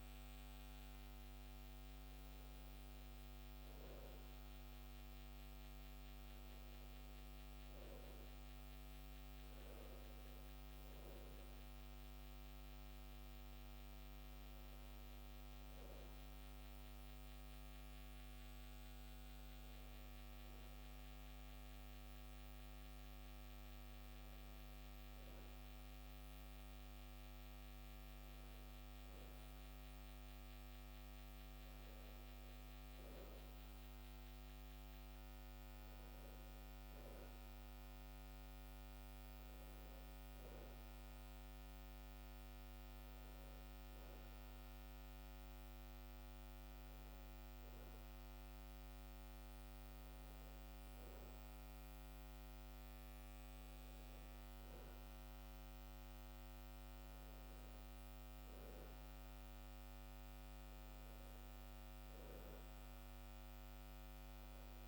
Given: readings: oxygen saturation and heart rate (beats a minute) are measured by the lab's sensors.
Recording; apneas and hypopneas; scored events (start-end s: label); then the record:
a person awake in a sleep study, hard to hear, by a microphone on the trachea; none
none scored
From the record:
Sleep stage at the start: awake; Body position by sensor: on the back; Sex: male